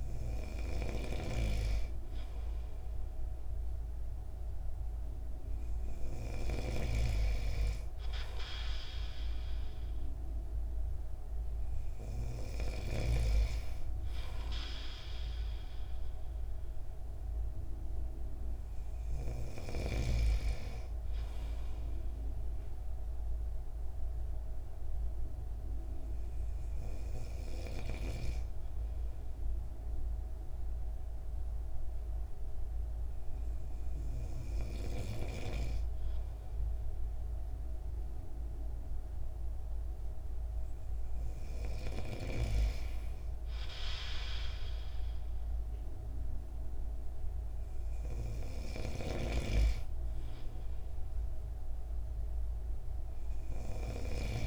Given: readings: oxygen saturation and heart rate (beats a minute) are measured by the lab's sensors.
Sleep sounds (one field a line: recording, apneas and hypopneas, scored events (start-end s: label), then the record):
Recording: breathing in sleep by a room microphone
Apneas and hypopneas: 1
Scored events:
1.00-7.00 s: snoring (device-marked)
14.00-18.50 s: arousal
27.00-39.00 s: hypopnea (oxygen 96% before, 95% lowest)
43.00-47.00 s: arousal
49.00-54.47 s: snoring (device-marked)
From the record:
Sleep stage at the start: N2 (light sleep)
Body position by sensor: on the right side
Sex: male